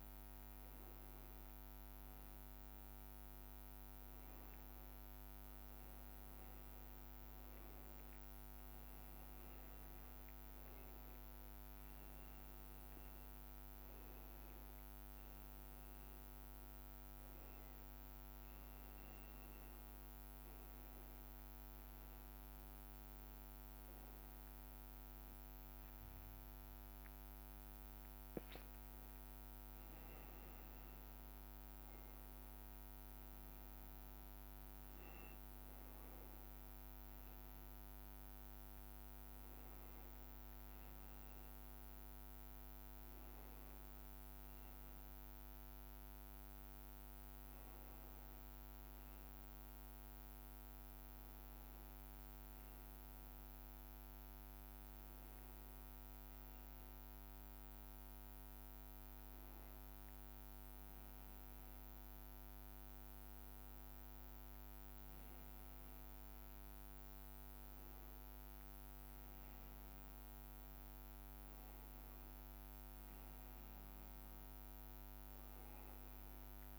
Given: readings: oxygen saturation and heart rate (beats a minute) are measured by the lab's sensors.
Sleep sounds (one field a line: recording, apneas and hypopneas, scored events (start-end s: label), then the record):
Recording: breathing in sleep, hard to hear, by a microphone on the trachea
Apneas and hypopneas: none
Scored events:
0.00-2.00 s: long interval between heartbeats (device-marked, heart rate 100 before, 98 extreme)
6.00-12.00 s: bradycardia (device-marked)
12.00-14.00 s: long interval between heartbeats (device-marked, heart rate 87 before, 33 extreme)
15.00-17.00 s: long interval between heartbeats (device-marked, heart rate 77 before, 99 extreme)
20.00-22.00 s: long interval between heartbeats (device-marked, heart rate 78 before, 120 extreme)
30.50-32.50 s: long interval between heartbeats (device-marked, heart rate 91 before, 110 extreme)
37.00-39.00 s: long interval between heartbeats (device-marked, heart rate 109 before, 99 extreme)
43.50-45.50 s: long interval between heartbeats (device-marked, heart rate 105 before, 100 extreme)
73.00-75.00 s: long interval between heartbeats (device-marked, heart rate 100 before, 100 extreme)
From the record:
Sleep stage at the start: N2 (light sleep)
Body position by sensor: upright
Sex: male